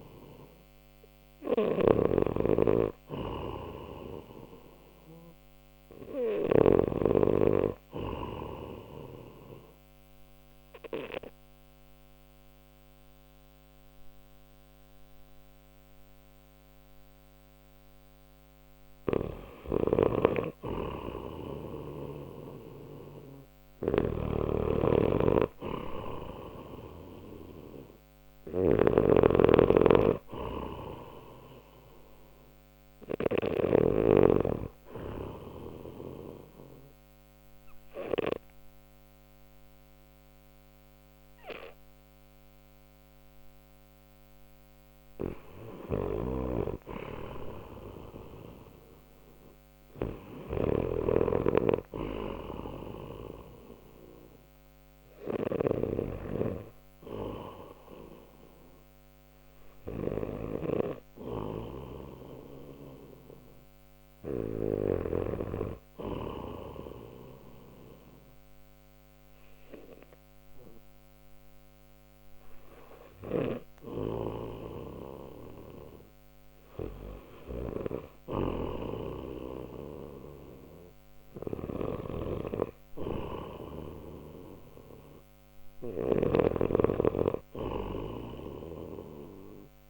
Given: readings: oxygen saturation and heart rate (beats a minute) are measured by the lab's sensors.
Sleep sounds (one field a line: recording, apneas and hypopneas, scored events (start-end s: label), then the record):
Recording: breathing in sleep by a microphone on the trachea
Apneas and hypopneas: 3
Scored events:
1.50-6.50 s: snoring (device-marked)
2.50-19.50 s: oxygen desaturation (device-marked, oxygen 94% before, 86% lowest, heart rate 62 before, 62 extreme)
8.50-19.50 s: obstructive apnea (oxygen 95% before, 86% lowest, heart rate 64 before, 62 extreme, up 2 after)
21.50-26.50 s: arousal
23.50-34.00 s: snoring (device-marked)
34.50-45.00 s: obstructive apnea (oxygen 92% before, 87% lowest, heart rate 63 before, 60 extreme, up 0 after)
39.50-50.50 s: oxygen desaturation (device-marked, oxygen 92% before, 87% lowest, heart rate 64 before, 60 extreme)
50.50-55.00 s: arousal
57.50-73.50 s: hypopnea (oxygen 92% before, 87% lowest, heart rate 63 before, 60 extreme, up 3 after)
62.50-82.50 s: oxygen desaturation (device-marked, oxygen 92% before, 87% lowest, heart rate 63 before, 60 extreme)
77.00-82.00 s: arousal
From the record:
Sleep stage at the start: REM sleep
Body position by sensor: on the left side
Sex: male